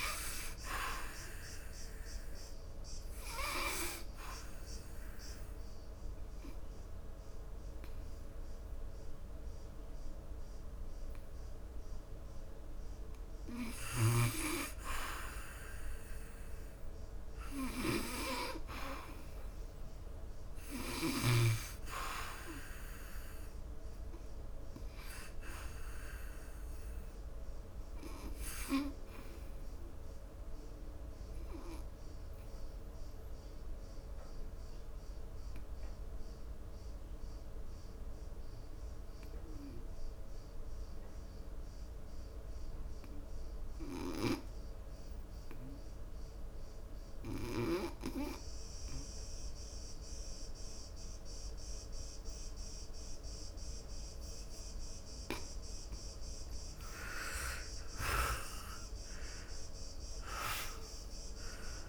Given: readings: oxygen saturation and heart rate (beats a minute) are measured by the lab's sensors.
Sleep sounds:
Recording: breathing in sleep by a room microphone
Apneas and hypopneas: 2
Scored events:
0.00-2.00 s: oxygen desaturation (device-marked, oxygen 89% lowest, heart rate 70 extreme)
4.00-15.00 s: obstructive apnea (oxygen 99% before, 86% lowest, heart rate 72 before, 70 extreme, up 5 after)
8.00-26.00 s: oxygen desaturation (device-marked, oxygen 93% before, 86% lowest, heart rate 73 before, 62 extreme)
19.50-23.50 s: arousal
31.50-56.00 s: obstructive apnea (oxygen 93% before, 73% lowest, heart rate 73 before, 61 extreme, up 17 after)
33.00-44.00 s: oxygen desaturation (device-marked, oxygen 92% before, 87% lowest, heart rate 73 before, 61 extreme)
58.50-61.89 s: arousal
From the record:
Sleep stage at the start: N2 (light sleep)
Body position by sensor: on the back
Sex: male

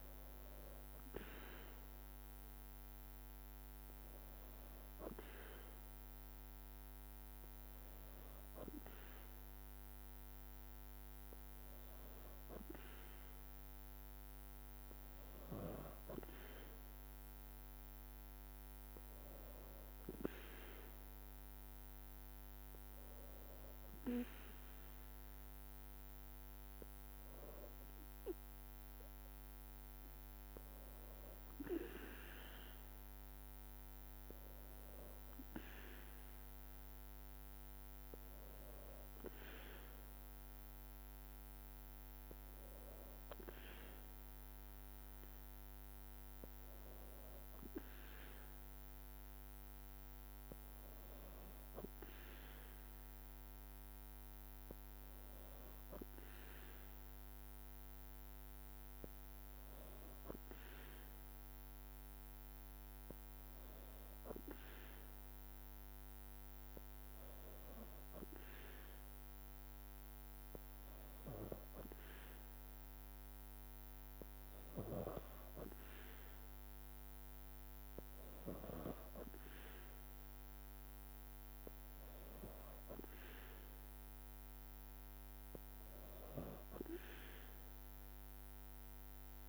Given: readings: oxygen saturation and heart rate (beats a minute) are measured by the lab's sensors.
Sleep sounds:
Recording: breathing in sleep by a microphone on the trachea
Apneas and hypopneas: 1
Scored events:
3.00-14.00 s: hypopnea (oxygen 96% before, 93% lowest, heart rate 55 before, 55 extreme, up 2 after)
87.00-89.49 s: drop in pulse transit time (device-marked, heart rate 56 before, 56 extreme)
From the record:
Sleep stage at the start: N2 (light sleep)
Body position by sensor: on the back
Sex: female

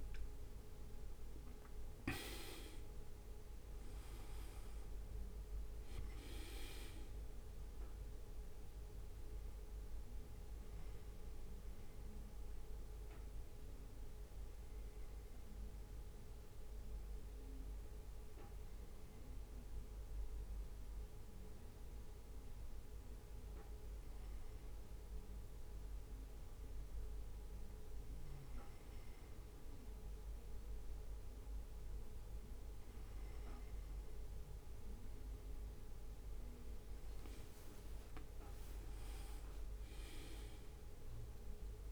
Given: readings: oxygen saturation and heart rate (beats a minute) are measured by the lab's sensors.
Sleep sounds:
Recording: breathing in sleep, hard to hear, by a room microphone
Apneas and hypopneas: none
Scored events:
36.50-37.50 s: leg movement (device-marked)
From the record:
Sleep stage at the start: N1 (lightest sleep)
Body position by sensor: on the back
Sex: male

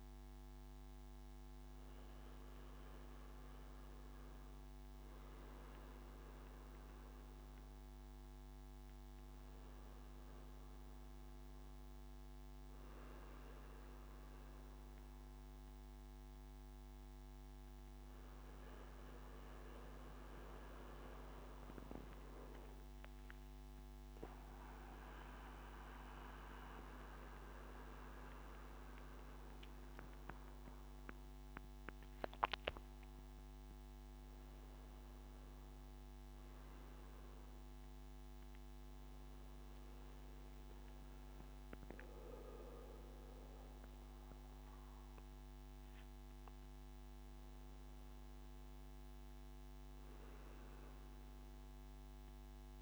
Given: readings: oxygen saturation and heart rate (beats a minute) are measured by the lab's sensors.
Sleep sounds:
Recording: breathing in sleep, hard to hear, by a microphone on the trachea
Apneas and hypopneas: none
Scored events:
none scored
From the record:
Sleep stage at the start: N1 (lightest sleep)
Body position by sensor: on the back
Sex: male

